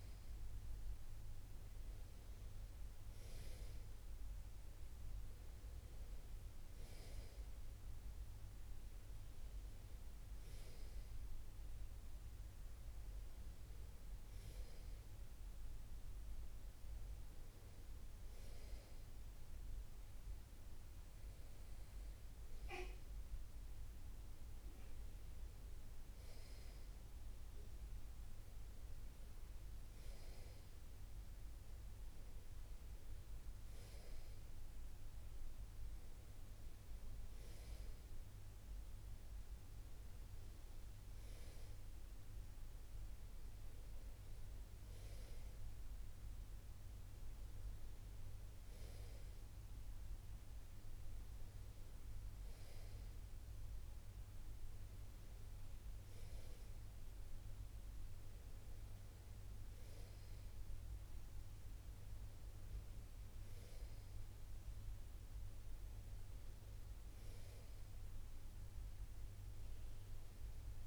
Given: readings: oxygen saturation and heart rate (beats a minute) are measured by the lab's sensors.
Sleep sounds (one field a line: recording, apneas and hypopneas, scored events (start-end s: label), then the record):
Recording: breathing in sleep, hard to hear, by a room microphone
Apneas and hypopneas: none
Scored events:
none scored
From the record:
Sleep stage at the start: N2 (light sleep)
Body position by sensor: on the right side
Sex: male